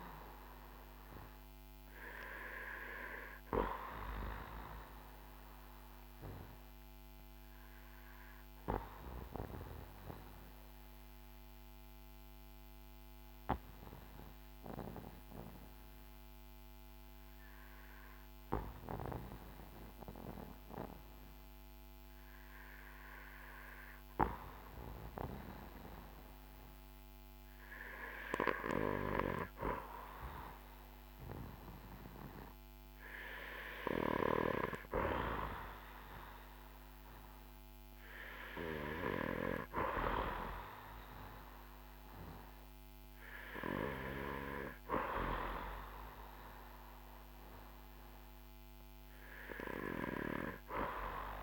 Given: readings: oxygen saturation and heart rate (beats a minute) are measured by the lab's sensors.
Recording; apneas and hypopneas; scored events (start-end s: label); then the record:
breathing in sleep by a microphone on the trachea; 1
6.50-26.50 s: obstructive apnea (oxygen 94% before, 92% lowest, heart rate 61 before, 53 extreme, up 6 after)
29.00-33.00 s: arousal
From the record:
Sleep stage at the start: N2 (light sleep); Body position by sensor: on the back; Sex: male